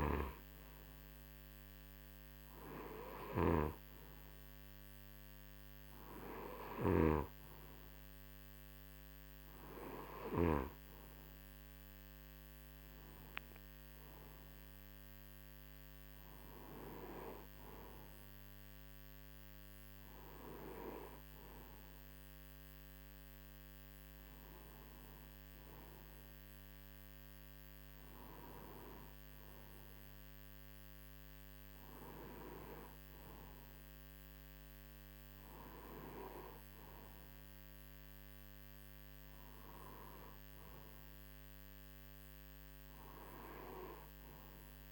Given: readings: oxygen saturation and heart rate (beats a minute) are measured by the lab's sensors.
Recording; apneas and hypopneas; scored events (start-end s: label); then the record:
breathing in sleep by a microphone on the trachea; none
0.00-7.00 s: snoring (device-marked)
From the record:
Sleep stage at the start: N2 (light sleep); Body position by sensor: on the right side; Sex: male